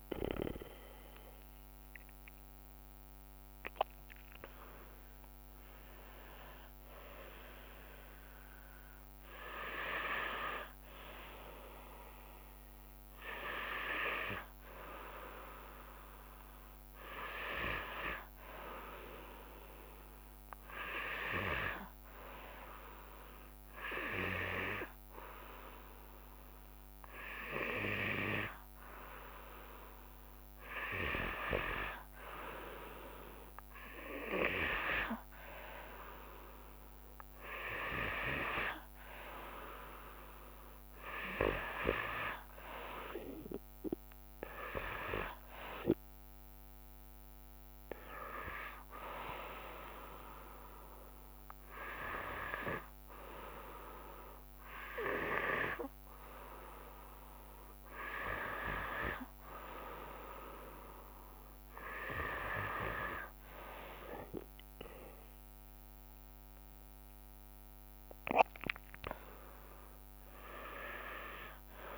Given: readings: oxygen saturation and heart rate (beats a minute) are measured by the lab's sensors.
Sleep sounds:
breathing in sleep by a microphone on the trachea; none
0.00-1.50 s: arousal
0.00-9.00 s: drop in pulse transit time (device-marked, heart rate 57 extreme)
61.00-71.98 s: drop in pulse transit time (device-marked, heart rate 65 before, 64 extreme)
66.00-69.50 s: arousal
From the record:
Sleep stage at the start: N2 (light sleep); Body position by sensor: on the back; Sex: female

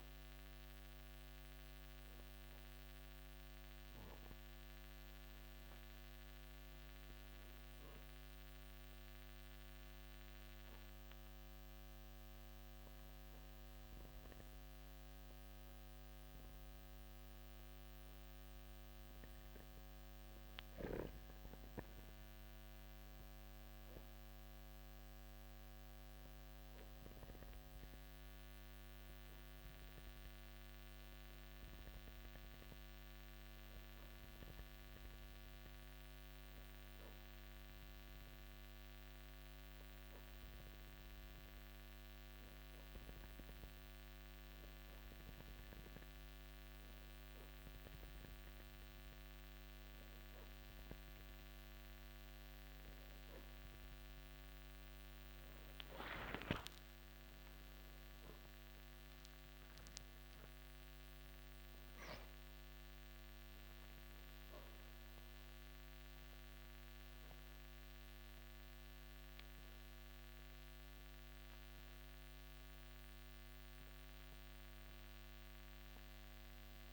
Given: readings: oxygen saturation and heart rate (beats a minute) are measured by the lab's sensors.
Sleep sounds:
breathing in sleep, hard to hear, by a microphone on the trachea; 1
0.00-17.00 s: oxygen desaturation (device-marked, oxygen 90% lowest, heart rate 54 extreme)
12.50-53.50 s: obstructive apnea (oxygen 96% before, 93% lowest, heart rate 58 before, 54 extreme, up 49 after)
56.00-59.50 s: arousal
From the record:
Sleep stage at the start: N2 (light sleep); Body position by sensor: on the back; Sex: male

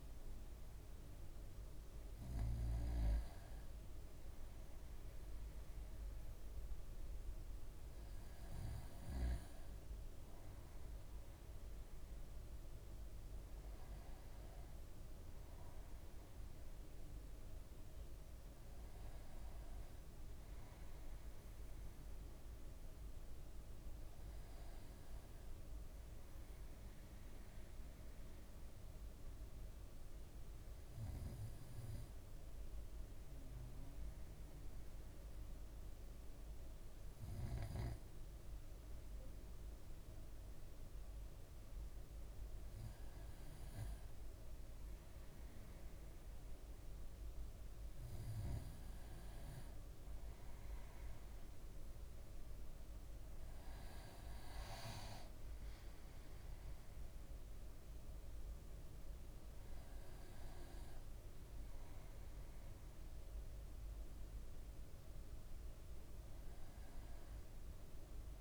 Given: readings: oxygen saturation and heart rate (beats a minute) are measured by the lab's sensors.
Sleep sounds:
breathing in sleep, hard to hear, by a room microphone; none
none scored
From the record:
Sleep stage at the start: N2 (light sleep); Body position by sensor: on the right side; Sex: male

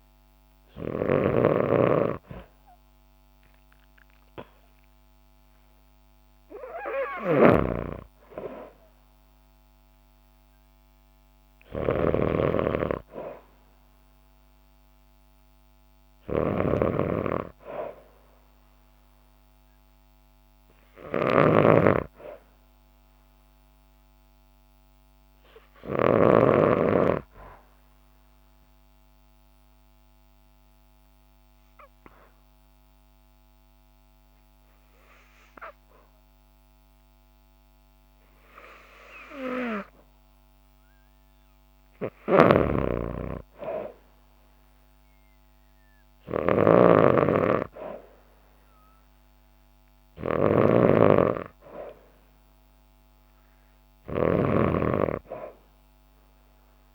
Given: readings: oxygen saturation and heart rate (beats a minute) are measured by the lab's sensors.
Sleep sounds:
breathing in sleep by a microphone on the trachea; 1
0.00-1.00 s: snoring (device-marked)
0.00-11.00 s: oxygen desaturation (device-marked, oxygen 93% lowest, heart rate 56 extreme)
7.00-26.00 s: snoring (device-marked)
26.50-40.00 s: hypopnea (oxygen 97% before, 92% lowest, heart rate 60 before, 58 extreme, up 14 after)
35.00-56.95 s: new sleep stage, N2 (light sleep)
41.50-45.00 s: arousal
42.00-56.95 s: snoring (device-marked)
44.00-56.95 s: oxygen desaturation (device-marked, oxygen 96% before, 92% lowest, heart rate 60 before, 56 extreme)
From the record:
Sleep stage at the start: REM sleep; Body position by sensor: on the back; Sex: female

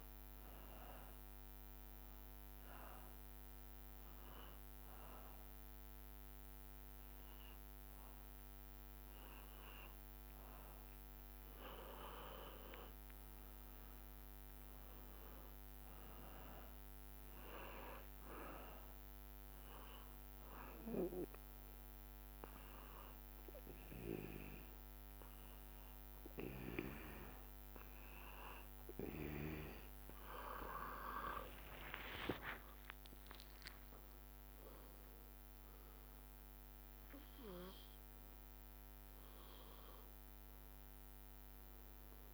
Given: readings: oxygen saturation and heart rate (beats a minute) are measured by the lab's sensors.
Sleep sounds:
breathing in sleep by a microphone on the trachea; 2
0.00-6.00 s: drop in pulse transit time (device-marked, heart rate 65 extreme)
1.50-11.50 s: hypopnea (oxygen 97% before, 93% lowest, heart rate 67 before, 62 extreme, up 8 after)
12.50-16.00 s: arousal
19.50-29.50 s: hypopnea (oxygen 97% before, 93% lowest, heart rate 67 before, 62 extreme, up 19 after)
27.00-38.00 s: oxygen desaturation (device-marked, oxygen 98% before, 95% lowest, heart rate 66 before, 61 extreme)
28.50-30.50 s: long interval between heartbeats (device-marked, heart rate 66 before, 74 extreme)
31.00-35.00 s: arousal
34.00-42.34 s: drop in pulse transit time (device-marked, heart rate 70 before, 62 extreme)
From the record:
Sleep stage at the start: N2 (light sleep); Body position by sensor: on the back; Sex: male

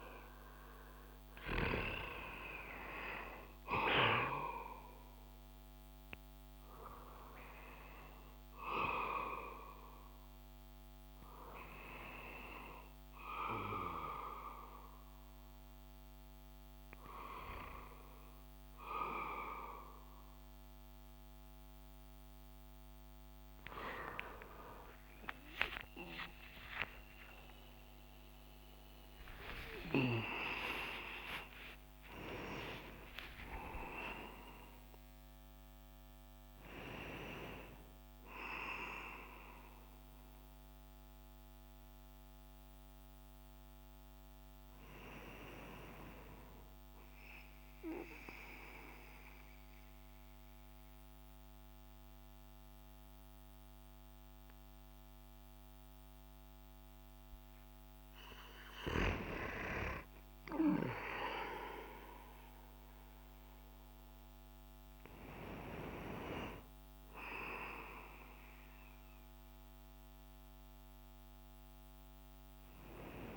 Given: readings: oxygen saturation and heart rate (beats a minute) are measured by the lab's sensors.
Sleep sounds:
breathing in sleep by a microphone on the trachea; 1
0.00-14.00 s: oxygen desaturation (device-marked, oxygen 77% lowest)
20.00-50.00 s: new sleep stage, N1 (lightest sleep)
24.00-31.00 s: arousal
48.00-58.00 s: central apnea (oxygen 100% before, 95% lowest)
50.00-73.37 s: new sleep stage, N2 (light sleep)
59.50-64.00 s: arousal
From the record:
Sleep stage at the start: REM sleep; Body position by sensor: on the back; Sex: male

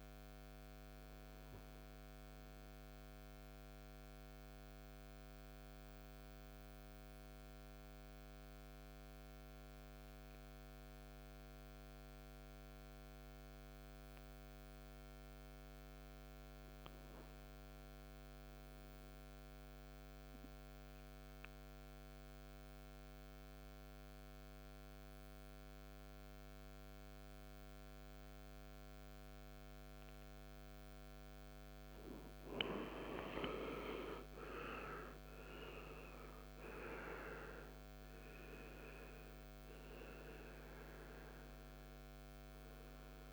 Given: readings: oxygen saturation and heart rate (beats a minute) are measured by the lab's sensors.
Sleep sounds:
breathing in sleep by a microphone on the trachea; 1
0.00-10.00 s: oxygen desaturation (device-marked, oxygen 91% lowest, heart rate 52 extreme)
4.50-31.00 s: hypopnea (oxygen 98% before, 87% lowest, heart rate 62 before, 53 extreme, up 16 after)
24.00-43.33 s: oxygen desaturation (device-marked, oxygen 98% before, 87% lowest, heart rate 56 before, 53 extreme)
32.50-37.50 s: arousal
From the record:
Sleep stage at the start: N2 (light sleep); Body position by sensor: on the right side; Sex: male

